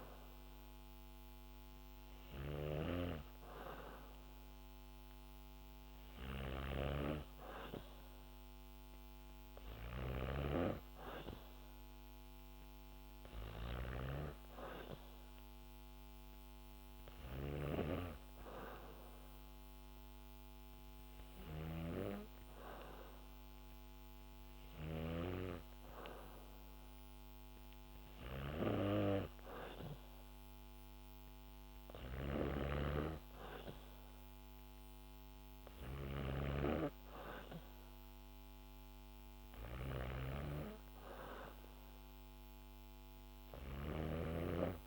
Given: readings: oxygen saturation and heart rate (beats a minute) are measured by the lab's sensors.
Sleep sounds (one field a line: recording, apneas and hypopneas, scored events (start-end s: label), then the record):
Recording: breathing in sleep by a microphone on the trachea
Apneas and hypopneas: none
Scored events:
0.00-24.50 s: snoring (device-marked)
31.00-44.87 s: snoring (device-marked)
From the record:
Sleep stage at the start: N2 (light sleep)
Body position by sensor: on the back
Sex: female